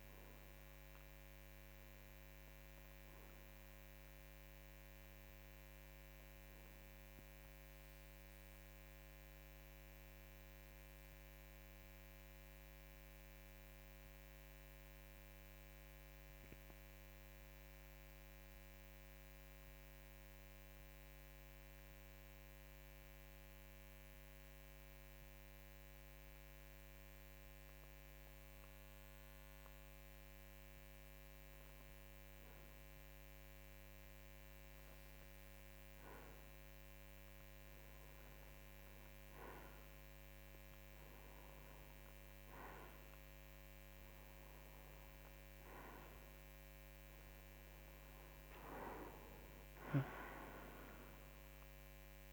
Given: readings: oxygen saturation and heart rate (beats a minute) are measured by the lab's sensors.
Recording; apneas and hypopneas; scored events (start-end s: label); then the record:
breathing in sleep, hard to hear, by a microphone on the trachea; 1
8.00-30.00 s: mixed apnea (oxygen 93% before, 91% lowest, heart rate 56 before, 53 extreme, up 0 after)
35.50-39.50 s: arousal
47.00-52.33 s: oxygen desaturation (device-marked, oxygen 94% before, 91% lowest, heart rate 54 before, 54 extreme)
From the record:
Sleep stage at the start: N2 (light sleep); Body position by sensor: on the right side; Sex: male